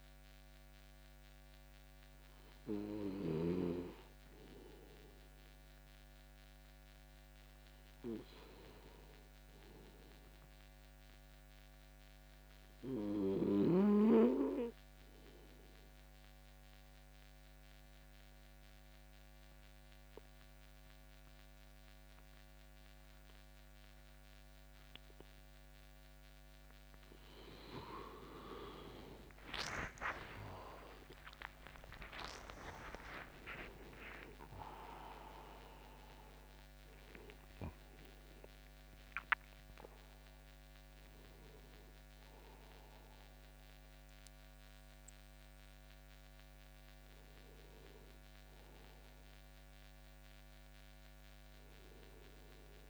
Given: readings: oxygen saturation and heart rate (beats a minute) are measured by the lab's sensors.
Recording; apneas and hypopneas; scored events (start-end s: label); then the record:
breathing in sleep by a microphone on the trachea; 1
15.00-26.00 s: obstructive apnea (oxygen 97% before, 94% lowest, heart rate 68 before, 28 extreme, up 1 after)
25.50-52.90 s: new sleep stage, N1 (lightest sleep)
29.00-33.00 s: arousal
From the record:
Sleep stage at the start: N2 (light sleep); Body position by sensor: on the back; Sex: male